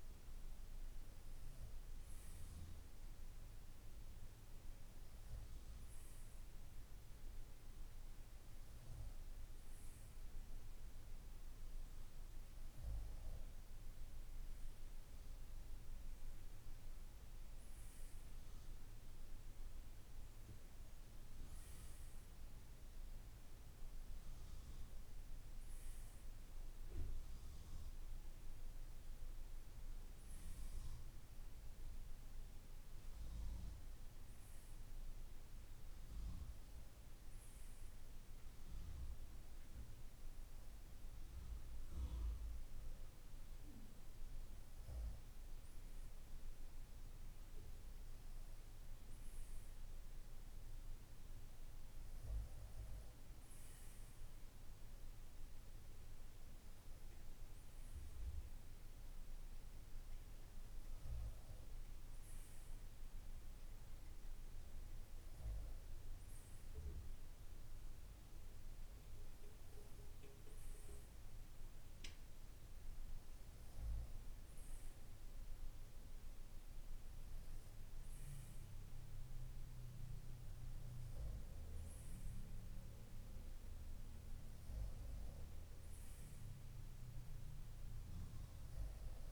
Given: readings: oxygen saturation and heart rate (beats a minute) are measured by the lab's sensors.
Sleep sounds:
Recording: breathing in sleep, hard to hear, by a room microphone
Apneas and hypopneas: none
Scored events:
none scored
From the record:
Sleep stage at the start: N2 (light sleep)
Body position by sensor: on the right side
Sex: male

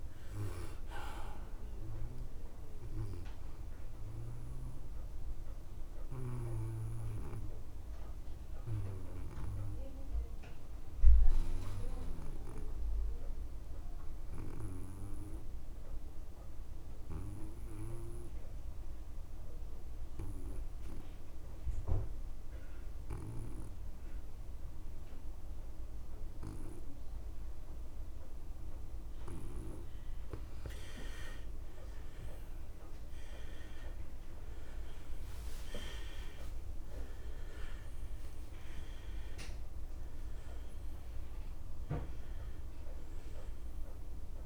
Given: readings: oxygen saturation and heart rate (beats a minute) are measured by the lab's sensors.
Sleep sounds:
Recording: breathing in sleep by a room microphone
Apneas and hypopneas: 1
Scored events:
0.00-19.00 s: oxygen desaturation (device-marked, oxygen 99% before, 87% lowest)
5.50-30.00 s: obstructive apnea (oxygen 99% before, 80% lowest)
27.00-44.46 s: oxygen desaturation (device-marked, oxygen 95% before, 80% lowest)
32.50-36.00 s: arousal
From the record:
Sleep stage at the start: N2 (light sleep)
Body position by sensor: on the back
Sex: male

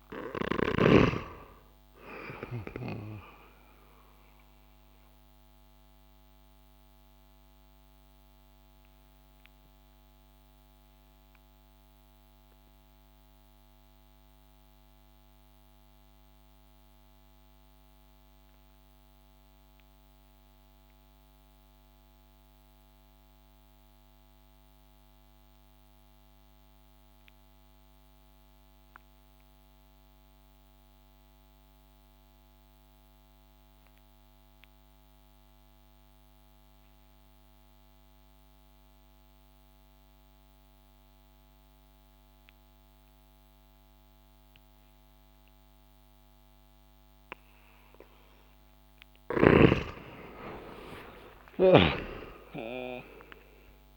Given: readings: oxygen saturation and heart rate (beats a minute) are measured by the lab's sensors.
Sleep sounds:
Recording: breathing in sleep by a microphone on the trachea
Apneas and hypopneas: 1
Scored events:
0.00-14.00 s: oxygen desaturation (device-marked, oxygen 94% before, 91% lowest)
3.50-49.00 s: obstructive apnea (oxygen 96% before, 89% lowest)
35.00-53.96 s: oxygen desaturation (device-marked, oxygen 98% before, 90% lowest)
50.00-53.96 s: arousal
From the record:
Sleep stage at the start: N2 (light sleep)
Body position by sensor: on the back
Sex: male

